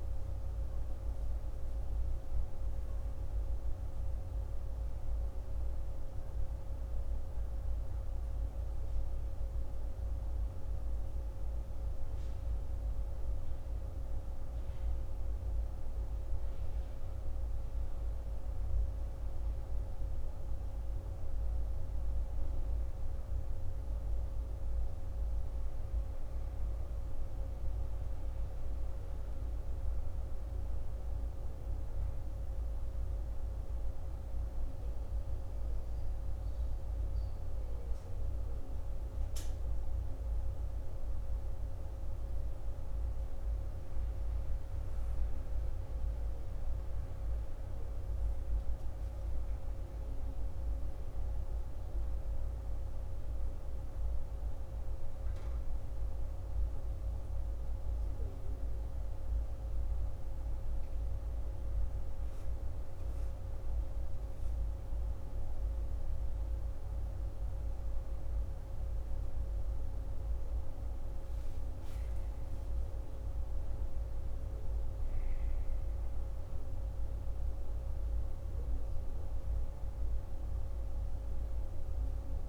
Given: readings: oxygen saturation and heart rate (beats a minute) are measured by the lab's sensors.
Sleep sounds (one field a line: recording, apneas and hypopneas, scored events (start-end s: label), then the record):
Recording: a person awake in a sleep study, hard to hear, by a room microphone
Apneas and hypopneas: none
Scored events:
none scored
From the record:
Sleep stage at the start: awake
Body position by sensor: on the back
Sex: male